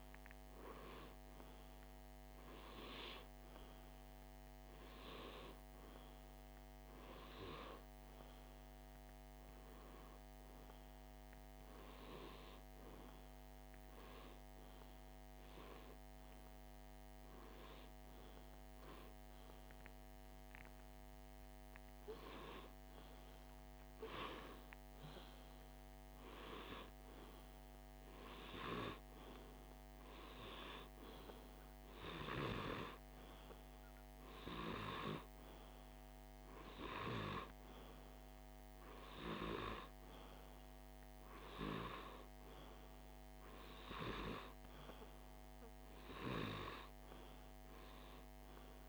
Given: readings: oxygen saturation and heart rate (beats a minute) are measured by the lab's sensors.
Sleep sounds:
breathing in sleep by a microphone on the trachea; 1
12.50-22.50 s: hypopnea (oxygen 98% before, 97% lowest, heart rate 51 before, 49 extreme, up 1 after)
24.50-28.00 s: arousal
From the record:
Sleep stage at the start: REM sleep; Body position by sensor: on the left side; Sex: male

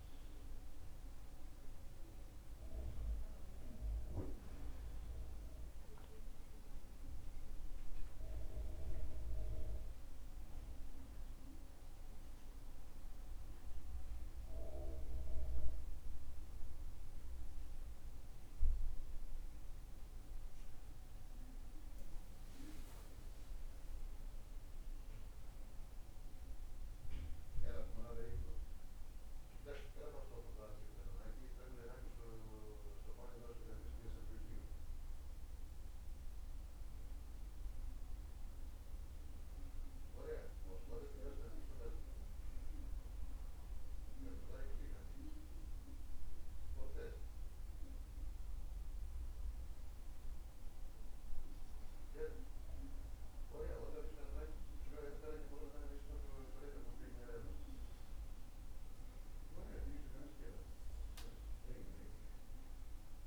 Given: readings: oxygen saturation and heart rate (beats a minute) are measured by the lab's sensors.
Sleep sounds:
breathing in sleep by a room microphone; none
3.00-7.00 s: arousal
From the record:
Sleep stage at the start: N2 (light sleep); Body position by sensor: on the back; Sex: male

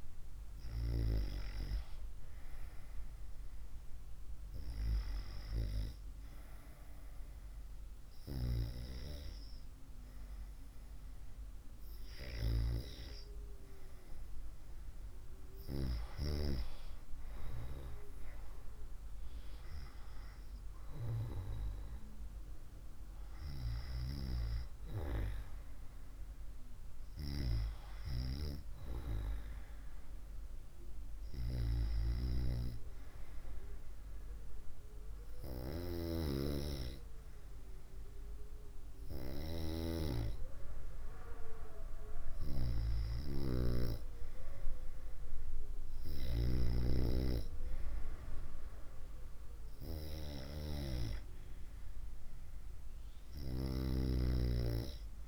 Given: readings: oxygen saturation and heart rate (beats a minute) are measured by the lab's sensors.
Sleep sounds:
breathing in sleep by a room microphone; none
none scored
From the record:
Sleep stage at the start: REM sleep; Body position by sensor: on the right side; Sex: female

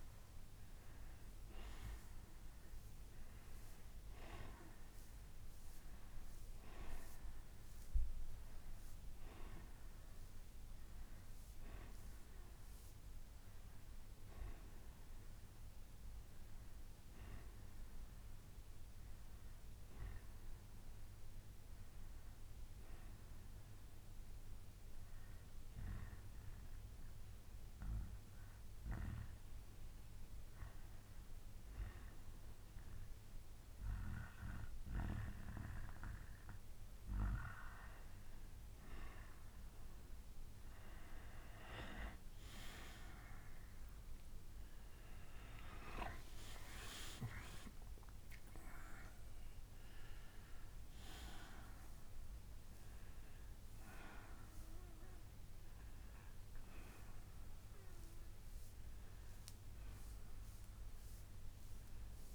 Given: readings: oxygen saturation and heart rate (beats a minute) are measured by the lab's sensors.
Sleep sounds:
breathing in sleep by a room microphone; 1
0.00-16.00 s: oxygen desaturation (device-marked, oxygen 90% lowest, heart rate 56 extreme)
5.00-12.00 s: bradycardia (device-marked, heart rate 65 before, 57 extreme)
14.00-16.50 s: arousal
18.00-37.00 s: hypopnea (oxygen 95% before, 90% lowest, heart rate 66 before, 56 extreme, up 7 after)
35.00-39.00 s: bradycardia (device-marked, heart rate 65 before, 56 extreme)
35.00-62.35 s: oxygen desaturation (device-marked, oxygen 94% before, 90% lowest, heart rate 66 before, 41 extreme)
43.50-46.50 s: arousal
From the record:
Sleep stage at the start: N2 (light sleep); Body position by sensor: on the back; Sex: male

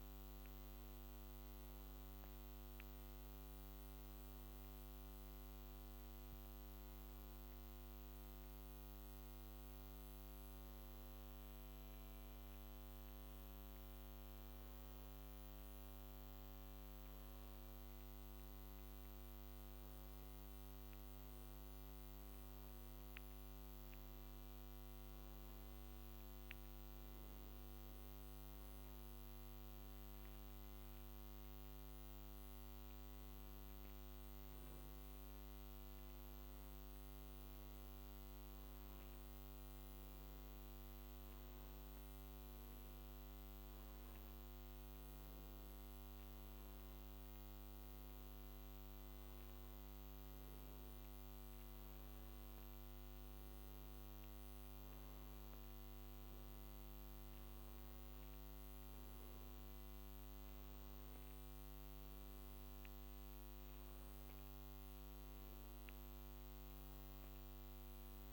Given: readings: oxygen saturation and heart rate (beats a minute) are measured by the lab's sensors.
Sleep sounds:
breathing in sleep, hard to hear, by a microphone on the trachea; none
35.50-40.00 s: arousal
From the record:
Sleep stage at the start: N1 (lightest sleep); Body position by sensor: on the back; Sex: male

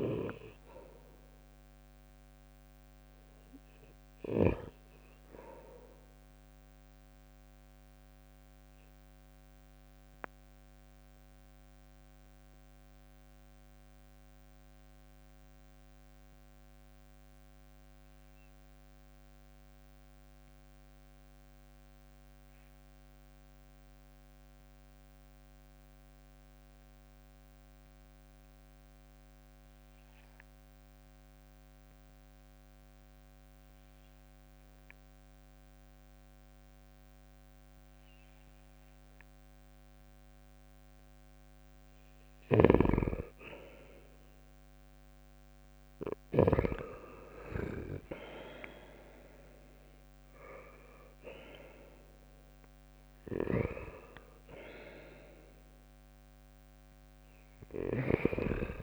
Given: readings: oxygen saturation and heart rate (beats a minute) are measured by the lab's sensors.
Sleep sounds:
breathing in sleep by a microphone on the trachea; 1
7.00-41.50 s: obstructive apnea (oxygen 96% before, 91% lowest, heart rate 74 before, 67 extreme, up 5 after)
12.50-21.50 s: oxygen desaturation (device-marked, oxygen 96% before, 91% lowest, heart rate 73 before, 72 extreme)
41.50-46.00 s: snoring (device-marked)
43.50-47.50 s: arousal
From the record:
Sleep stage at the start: REM sleep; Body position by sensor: on the right side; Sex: male

